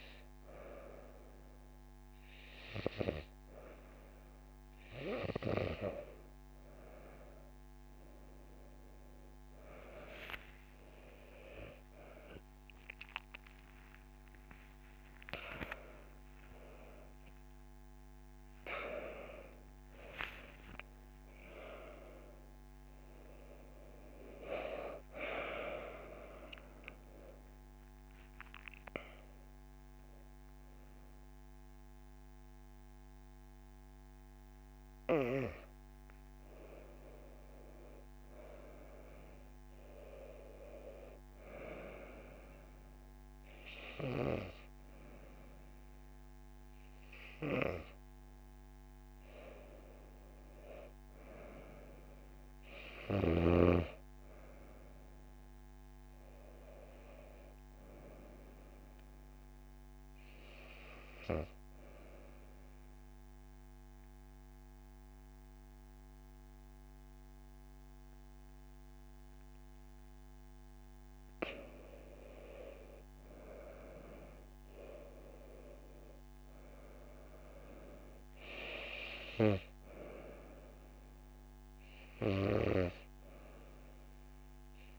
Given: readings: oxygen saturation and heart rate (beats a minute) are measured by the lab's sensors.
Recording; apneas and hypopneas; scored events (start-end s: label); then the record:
a person partly awake in a sleep study, by a microphone on the trachea; 1
10.50-12.50 s: long interval between heartbeats (device-marked)
22.50-28.50 s: drop in pulse transit time (device-marked)
26.50-28.50 s: long interval between heartbeats (device-marked)
29.50-84.99 s: new sleep stage, N2 (light sleep)
33.50-35.50 s: long interval between heartbeats (device-marked)
44.50-50.50 s: oxygen desaturation (device-marked, oxygen 97% before, 94% lowest)
56.00-58.00 s: long interval between heartbeats (device-marked)
61.00-72.00 s: obstructive apnea (oxygen 97% before, 94% lowest)
73.50-77.00 s: arousal
74.50-84.99 s: oxygen desaturation (device-marked, oxygen 97% before, 94% lowest)
From the record:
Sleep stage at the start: awake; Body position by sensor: on the right side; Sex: female